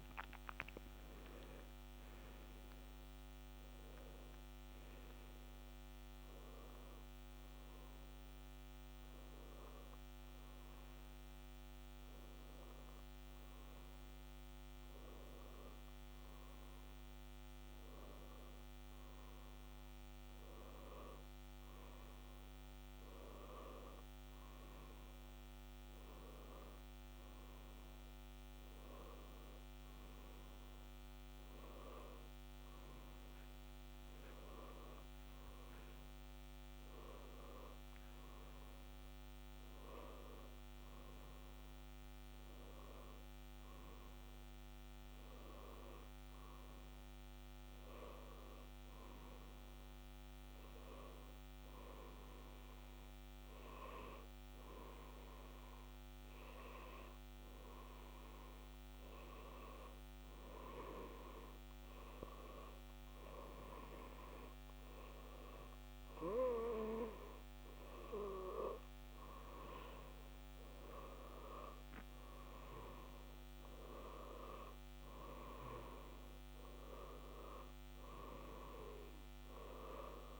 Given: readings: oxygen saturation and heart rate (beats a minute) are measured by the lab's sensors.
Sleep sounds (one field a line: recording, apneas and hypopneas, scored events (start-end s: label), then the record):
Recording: a person partly awake in a sleep study, by a microphone on the trachea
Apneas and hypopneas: none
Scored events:
4.00-80.40 s: new sleep stage, N1 (lightest sleep)
From the record:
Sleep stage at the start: awake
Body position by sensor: on the left side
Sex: male